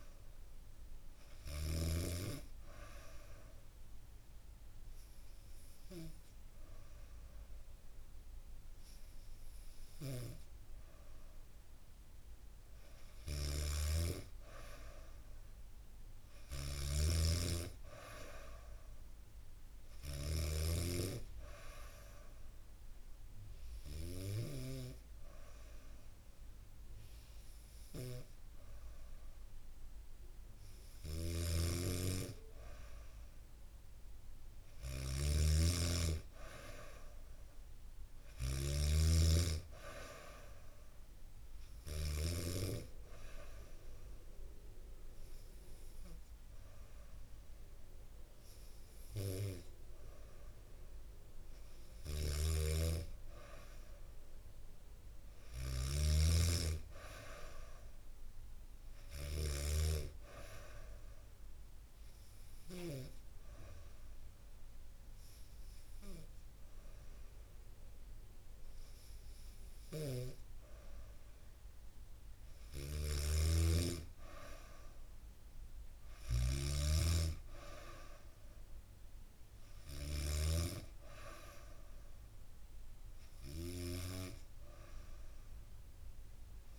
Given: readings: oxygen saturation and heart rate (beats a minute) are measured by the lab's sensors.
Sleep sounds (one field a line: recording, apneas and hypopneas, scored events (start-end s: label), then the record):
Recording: breathing in sleep by a room microphone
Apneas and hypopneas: 4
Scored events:
0.00-1.50 s: snoring (device-marked)
2.00-12.00 s: obstructive apnea (oxygen 94% before, 92% lowest, heart rate 71 before, 68 extreme, up 4 after)
12.50-24.00 s: snoring (device-marked)
14.50-17.50 s: arousal
21.50-31.50 s: hypopnea (oxygen 94% before, 92% lowest, heart rate 70 before, 68 extreme, up 2 after)
30.50-42.00 s: snoring (device-marked)
34.50-38.50 s: arousal
42.00-52.00 s: hypopnea (oxygen 95% before, 92% lowest, heart rate 71 before, 68 extreme, up 1 after)
51.50-62.50 s: snoring (device-marked)
54.50-57.00 s: arousal
58.00-69.00 s: oxygen desaturation (device-marked, oxygen 95% before, 92% lowest, heart rate 71 before, 66 extreme)
61.50-72.00 s: hypopnea (oxygen 95% before, 92% lowest, heart rate 71 before, 66 extreme, up 1 after)
69.00-83.50 s: snoring (device-marked)
78.00-81.50 s: arousal
From the record:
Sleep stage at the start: N2 (light sleep)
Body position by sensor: on the back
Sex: female